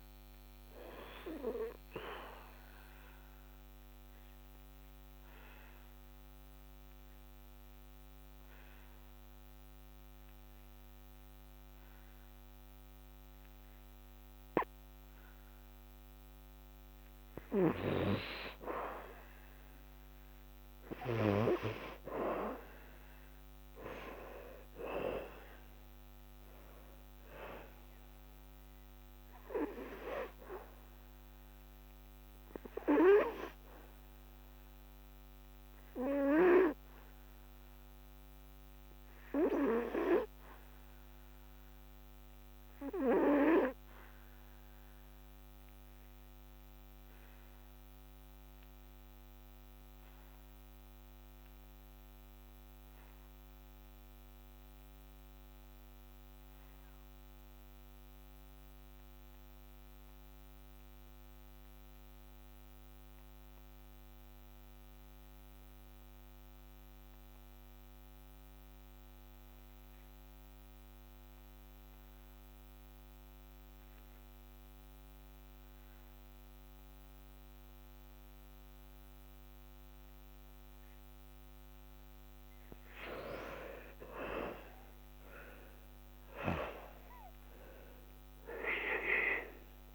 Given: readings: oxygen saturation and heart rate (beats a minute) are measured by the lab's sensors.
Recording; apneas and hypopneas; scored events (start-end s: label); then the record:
breathing in sleep by a microphone on the trachea; 2
0.00-1.50 s: arousal
4.00-16.00 s: obstructive apnea (oxygen 98% before, 83% lowest, heart rate 79 before, 66 extreme, up 8 after)
12.50-49.50 s: oxygen desaturation (device-marked, oxygen 97% before, 83% lowest, heart rate 75 before, 57 extreme)
21.00-26.50 s: arousal
34.00-82.00 s: obstructive apnea (oxygen 97% before, 70% lowest, heart rate 73 before, 57 extreme, up 26 after)
69.50-89.95 s: oxygen desaturation (device-marked, oxygen 94% before, 70% lowest, heart rate 63 before, 58 extreme)
85.50-89.00 s: arousal
From the record:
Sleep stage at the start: N2 (light sleep); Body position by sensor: on the back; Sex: male